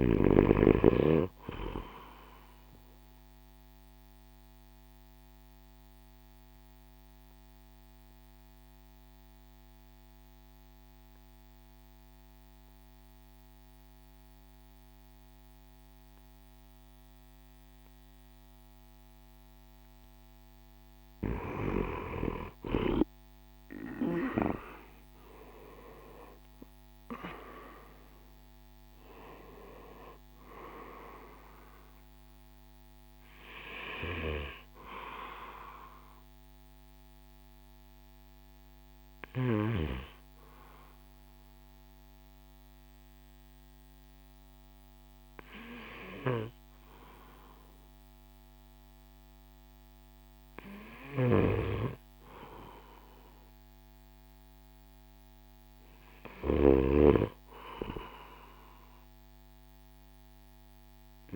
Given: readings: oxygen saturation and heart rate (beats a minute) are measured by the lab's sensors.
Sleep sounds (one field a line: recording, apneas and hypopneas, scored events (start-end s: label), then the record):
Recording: breathing in sleep by a microphone on the trachea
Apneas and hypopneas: 2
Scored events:
0.00-4.50 s: oxygen desaturation (device-marked, oxygen 93% lowest, heart rate 51 extreme)
3.00-20.00 s: obstructive apnea (oxygen 97% before, 90% lowest, heart rate 54 before, 51 extreme, up 8 after)
24.50-28.50 s: arousal
35.50-49.00 s: hypopnea (oxygen 96% before, 90% lowest, heart rate 57 before, 51 extreme, up 4 after)
49.50-55.50 s: oxygen desaturation (device-marked, oxygen 95% before, 90% lowest, heart rate 55 before, 53 extreme)
51.50-55.00 s: arousal
From the record:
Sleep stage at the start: N2 (light sleep)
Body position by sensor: on the right side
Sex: male